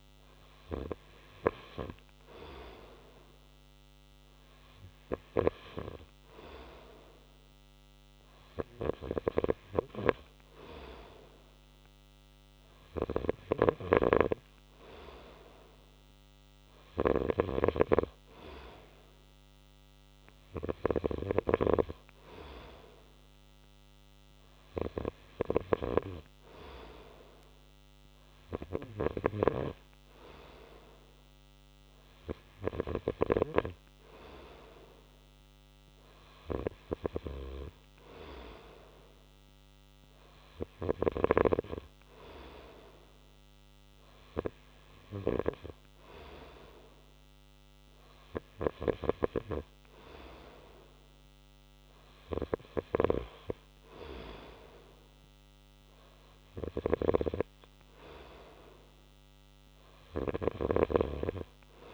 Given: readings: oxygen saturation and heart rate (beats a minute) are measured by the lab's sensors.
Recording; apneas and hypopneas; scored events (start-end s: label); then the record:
breathing in sleep by a microphone on the trachea; none
none scored
From the record:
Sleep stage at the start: N2 (light sleep); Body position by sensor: on the right side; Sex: male